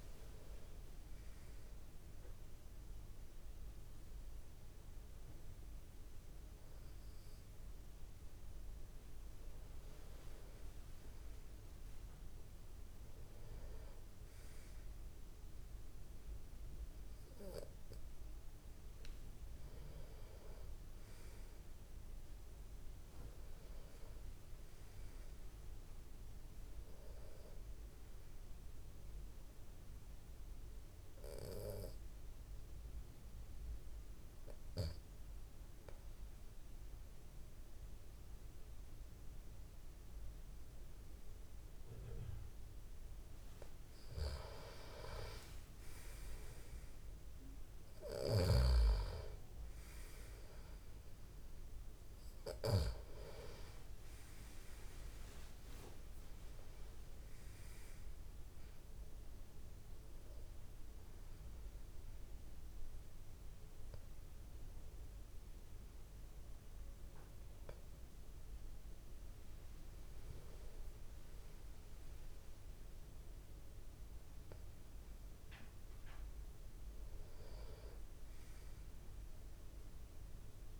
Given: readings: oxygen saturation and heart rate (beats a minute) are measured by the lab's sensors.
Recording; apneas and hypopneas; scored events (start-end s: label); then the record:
breathing in sleep by a room microphone; 2
29.00-43.00 s: obstructive apnea (oxygen 95% before, 90% lowest)
44.50-47.50 s: arousal
51.50-72.50 s: oxygen desaturation (device-marked, oxygen 95% before, 90% lowest)
60.00-71.00 s: hypopnea (oxygen 95% before, 90% lowest)
73.50-76.50 s: arousal
From the record:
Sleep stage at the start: N2 (light sleep); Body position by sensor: on the back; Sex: male